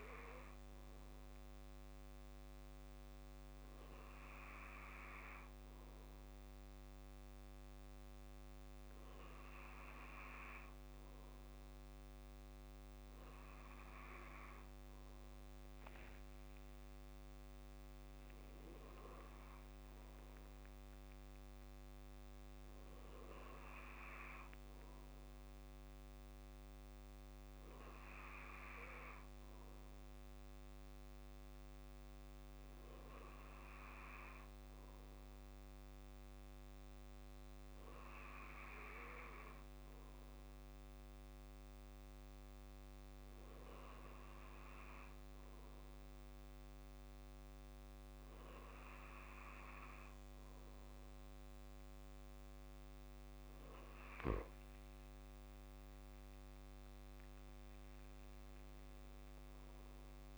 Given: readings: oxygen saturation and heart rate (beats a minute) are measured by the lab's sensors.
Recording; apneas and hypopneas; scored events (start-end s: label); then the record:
breathing in sleep by a microphone on the trachea; none
54.50-56.50 s: long interval between heartbeats (device-marked, heart rate 61 before, 72 extreme)
From the record:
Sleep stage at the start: N2 (light sleep); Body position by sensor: on the back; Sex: male